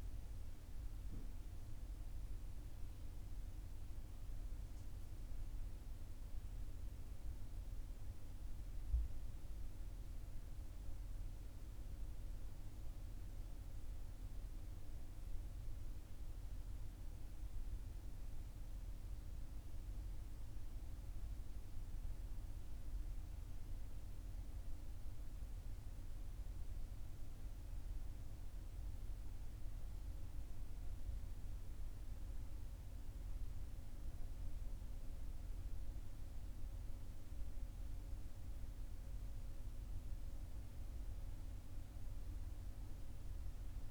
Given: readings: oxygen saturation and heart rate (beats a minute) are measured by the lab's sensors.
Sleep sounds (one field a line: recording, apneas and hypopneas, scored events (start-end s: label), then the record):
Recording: breathing in sleep, hard to hear, by a room microphone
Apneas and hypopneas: none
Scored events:
none scored
From the record:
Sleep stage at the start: N1 (lightest sleep)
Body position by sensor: on the right side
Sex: male